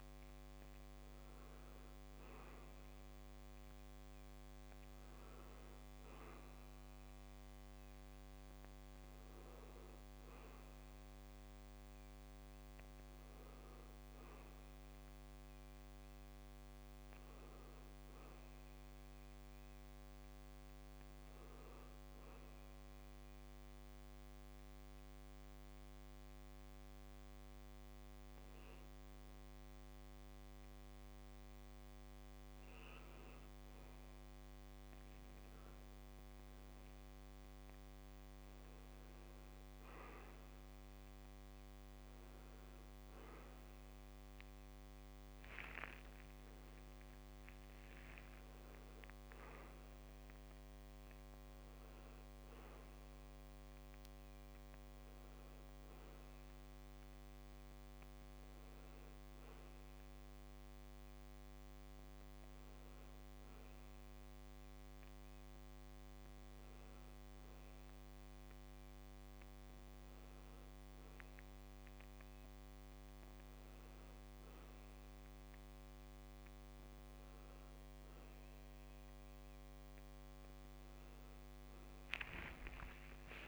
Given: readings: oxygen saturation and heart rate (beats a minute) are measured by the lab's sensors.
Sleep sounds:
breathing in sleep, hard to hear, by a microphone on the trachea; 2
0.00-18.50 s: oxygen desaturation (device-marked, oxygen 87% lowest, heart rate 68 extreme)
17.00-20.00 s: arousal
22.50-33.50 s: mixed apnea (oxygen 94% before, 88% lowest, heart rate 69 before, 69 extreme, up 0 after)
36.50-40.50 s: arousal
37.50-61.50 s: oxygen desaturation (device-marked, oxygen 93% before, 88% lowest, heart rate 69 before, 68 extreme)
58.00-70.50 s: hypopnea (oxygen 93% before, 89% lowest, heart rate 79 before, 68 extreme, up 0 after)
72.50-76.50 s: arousal
From the record:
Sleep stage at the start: N1 (lightest sleep); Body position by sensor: on the back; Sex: male

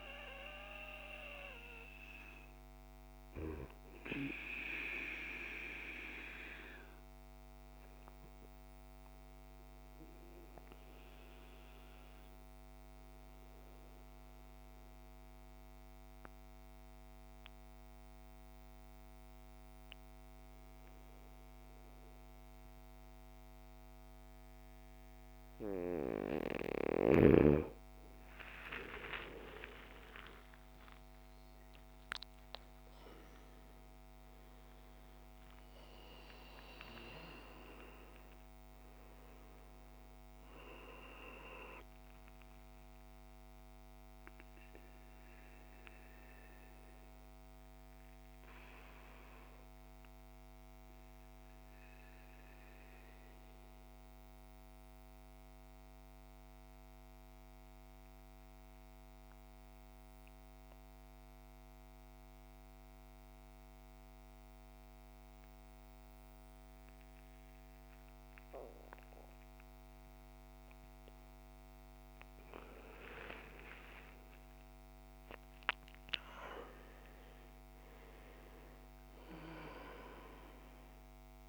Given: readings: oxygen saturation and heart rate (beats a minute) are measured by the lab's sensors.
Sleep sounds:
breathing in sleep by a microphone on the trachea; 2
0.00-20.50 s: oxygen desaturation (device-marked, oxygen 86% lowest, heart rate 53 extreme)
5.50-25.00 s: mixed apnea (oxygen 97% before, 86% lowest, heart rate 60 before, 53 extreme, up 15 after)
28.00-33.00 s: arousal
29.50-58.50 s: oxygen desaturation (device-marked, oxygen 98% before, 86% lowest, heart rate 55 before, 53 extreme)
51.00-71.00 s: mixed apnea (oxygen 98% before, 85% lowest, heart rate 66 before, 53 extreme, up 19 after)
73.00-77.50 s: arousal
73.50-81.49 s: oxygen desaturation (device-marked, oxygen 99% before, 85% lowest, heart rate 54 before, 53 extreme)
From the record:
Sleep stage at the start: N2 (light sleep); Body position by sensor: on the back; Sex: male

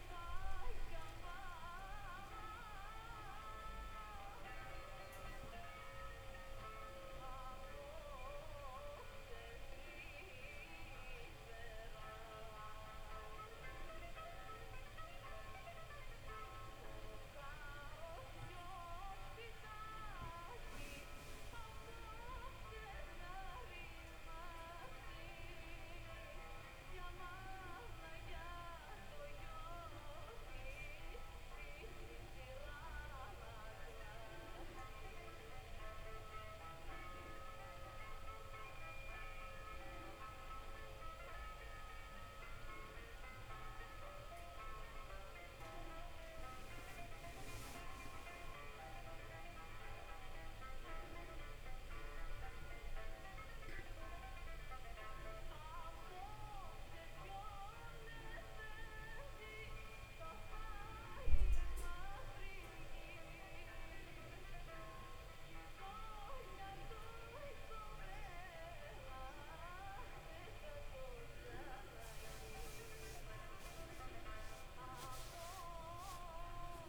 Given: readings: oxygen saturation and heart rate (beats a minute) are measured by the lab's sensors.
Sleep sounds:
breathing in sleep, hard to hear, by a room microphone; 1
6.00-26.00 s: oxygen desaturation (device-marked, oxygen 92% before, 89% lowest)
8.50-19.50 s: hypopnea (oxygen 92% before, 89% lowest)
21.50-25.50 s: arousal
From the record:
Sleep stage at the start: N2 (light sleep); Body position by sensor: on the back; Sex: female

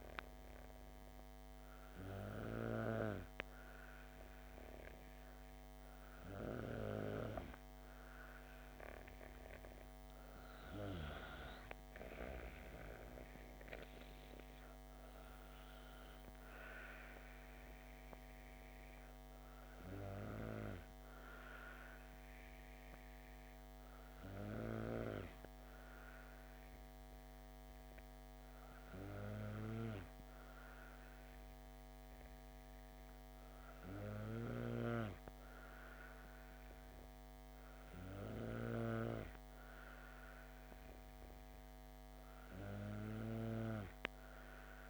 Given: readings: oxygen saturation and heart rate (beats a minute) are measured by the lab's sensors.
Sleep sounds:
breathing in sleep by a microphone on the trachea; none
34.00-44.90 s: snoring (device-marked)
From the record:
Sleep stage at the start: N2 (light sleep); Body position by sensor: on the back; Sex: female

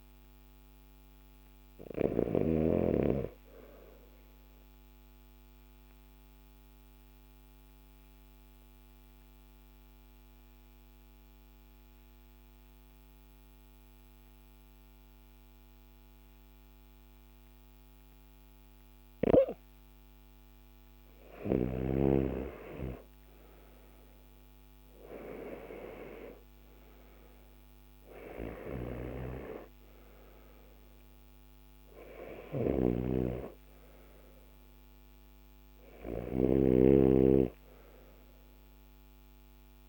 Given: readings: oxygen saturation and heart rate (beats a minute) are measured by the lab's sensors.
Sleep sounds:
breathing in sleep by a microphone on the trachea; 1
0.00-2.00 s: snoring (device-marked)
5.50-20.50 s: obstructive apnea (oxygen 95% before, 92% lowest, heart rate 53 before, 50 extreme, up 10 after)
16.50-39.88 s: new sleep stage, N2 (light sleep)
23.50-27.50 s: arousal
28.00-39.88 s: snoring (device-marked)
From the record:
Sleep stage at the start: REM sleep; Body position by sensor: on the left side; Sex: male

